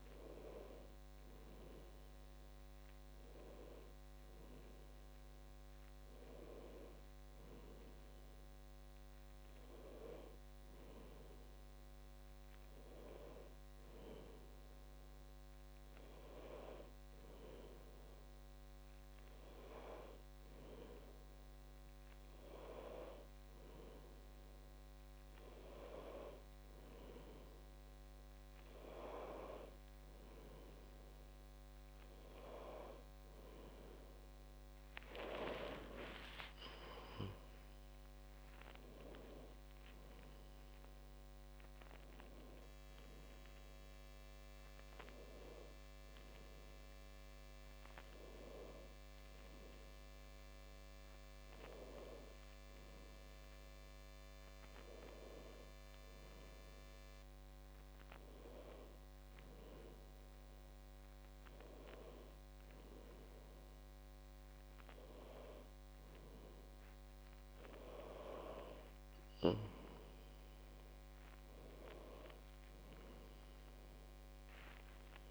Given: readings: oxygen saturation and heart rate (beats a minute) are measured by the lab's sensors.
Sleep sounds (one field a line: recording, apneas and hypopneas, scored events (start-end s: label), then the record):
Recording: a person awake in a sleep study, by a microphone on the trachea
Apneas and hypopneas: none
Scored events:
none scored
From the record:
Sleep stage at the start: awake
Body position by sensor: on the back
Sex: female